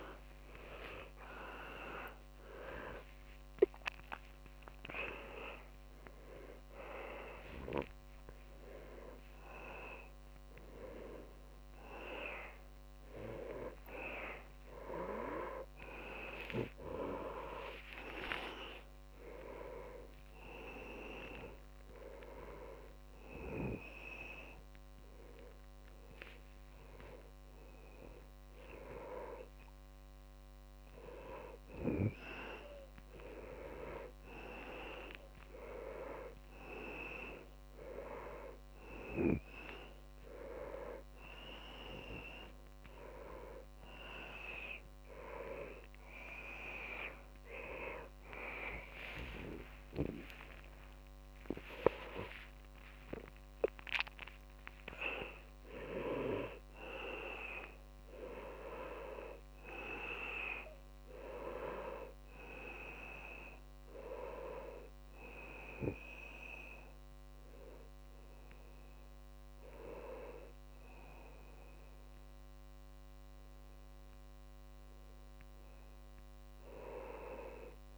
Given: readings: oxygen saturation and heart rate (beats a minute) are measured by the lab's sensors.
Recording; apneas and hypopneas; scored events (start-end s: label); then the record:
a person awake in a sleep study, by a microphone on the trachea; none
12.00-25.00 s: oxygen desaturation (device-marked, oxygen 97% before, 92% lowest, heart rate 70 before, 71 extreme)
44.00-52.00 s: oxygen desaturation (device-marked, oxygen 97% before, 94% lowest, heart rate 74 before, 63 extreme)
47.00-56.00 s: tachycardia (device-marked, heart rate 82 before, 143 extreme)
65.00-77.98 s: new sleep stage, N1 (lightest sleep)
From the record:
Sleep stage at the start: awake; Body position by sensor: on the back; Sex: male